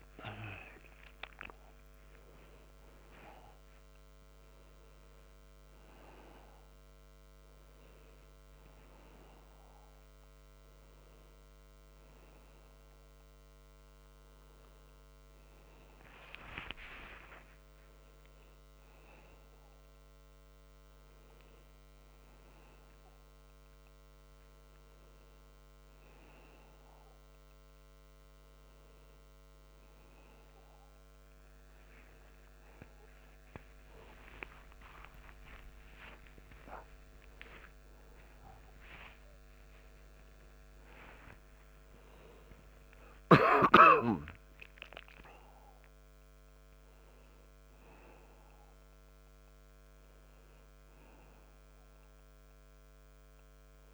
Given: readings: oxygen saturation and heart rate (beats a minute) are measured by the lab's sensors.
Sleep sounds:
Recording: a person awake in a sleep study, by a microphone on the trachea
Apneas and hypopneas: none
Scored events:
none scored
From the record:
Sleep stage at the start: awake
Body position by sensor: on the back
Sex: male

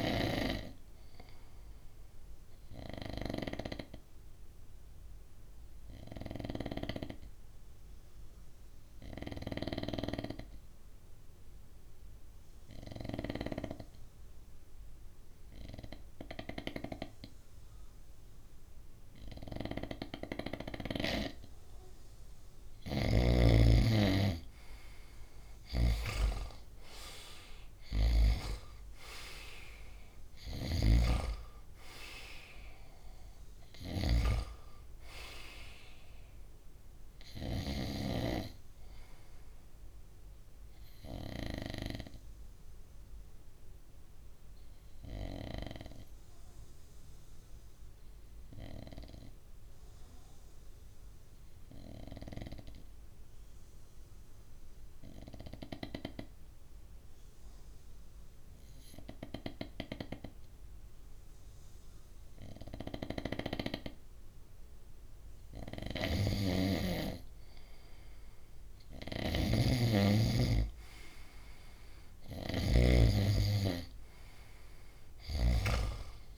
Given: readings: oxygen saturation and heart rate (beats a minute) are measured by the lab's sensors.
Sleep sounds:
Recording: breathing in sleep by a room microphone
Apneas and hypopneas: 2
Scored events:
0.00-11.00 s: oxygen desaturation (device-marked, oxygen 94% lowest, heart rate 61 extreme)
2.00-21.50 s: obstructive apnea (oxygen 99% before, 93% lowest, heart rate 63 before, 60 extreme, up 3 after)
23.00-26.00 s: arousal
24.00-46.00 s: oxygen desaturation (device-marked, oxygen 97% before, 93% lowest, heart rate 63 before, 60 extreme)
41.50-64.50 s: obstructive apnea (oxygen 97% before, 93% lowest, heart rate 66 before, 60 extreme, up 3 after)
64.00-76.38 s: oxygen desaturation (device-marked, oxygen 98% before, 93% lowest, heart rate 61 before, 61 extreme)
65.50-76.38 s: snoring (device-marked)
67.00-70.50 s: arousal
From the record:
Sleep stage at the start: N2 (light sleep)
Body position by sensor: on the right side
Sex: male

